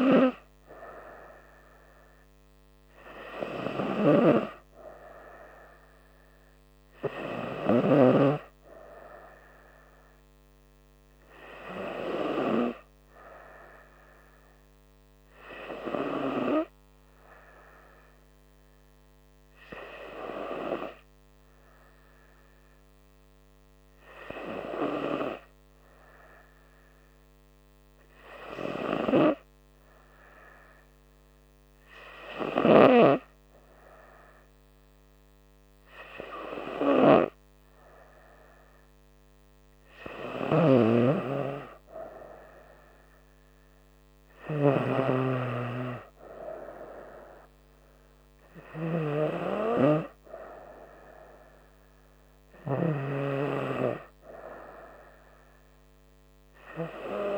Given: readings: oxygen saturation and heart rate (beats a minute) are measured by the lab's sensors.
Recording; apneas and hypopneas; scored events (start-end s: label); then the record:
breathing in sleep by a microphone on the trachea; 1
4.00-8.00 s: snoring (device-marked)
16.50-35.50 s: hypopnea (oxygen 98% before, 95% lowest, heart rate 67 before, 66 extreme, up 4 after)
36.50-39.50 s: arousal
40.50-45.00 s: snoring (device-marked)
From the record:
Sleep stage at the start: N2 (light sleep); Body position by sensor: on the right side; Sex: female